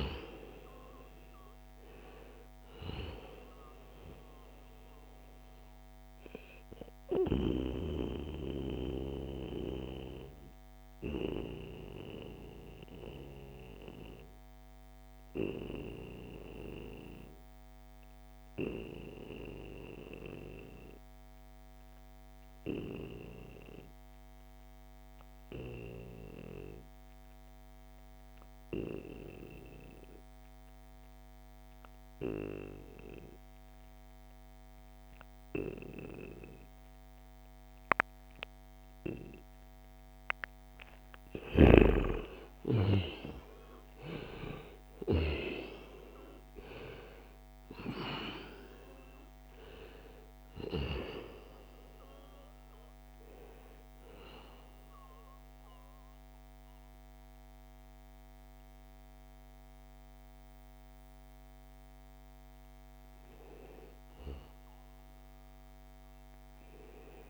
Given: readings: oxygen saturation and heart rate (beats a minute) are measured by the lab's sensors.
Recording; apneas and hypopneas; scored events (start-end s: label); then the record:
breathing in sleep by a microphone on the trachea; 1
0.00-19.50 s: oxygen desaturation (device-marked, oxygen 85% lowest, heart rate 58 extreme)
6.50-38.50 s: mixed apnea (oxygen 95% before, 85% lowest, heart rate 73 before, 61 extreme, up 10 after)
35.50-65.50 s: oxygen desaturation (device-marked, oxygen 96% before, 87% lowest, heart rate 66 before, 63 extreme)
40.50-44.50 s: snoring (device-marked)
40.50-45.00 s: arousal
From the record:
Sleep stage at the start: N2 (light sleep); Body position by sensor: on the back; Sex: male